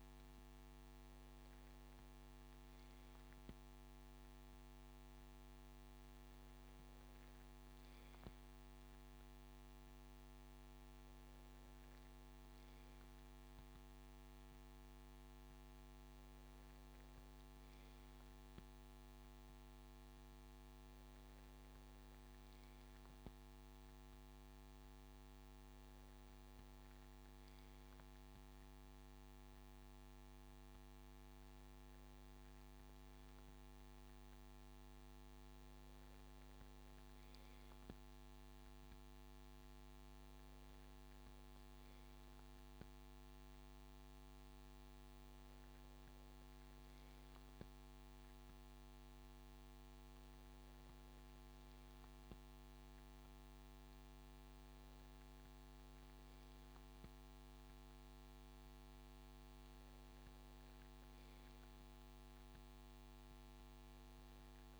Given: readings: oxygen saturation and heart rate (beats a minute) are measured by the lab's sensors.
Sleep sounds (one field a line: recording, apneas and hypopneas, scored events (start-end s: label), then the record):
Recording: breathing in sleep, hard to hear, by a microphone on the trachea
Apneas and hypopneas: none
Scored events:
none scored
From the record:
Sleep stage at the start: N2 (light sleep)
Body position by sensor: on the left side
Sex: male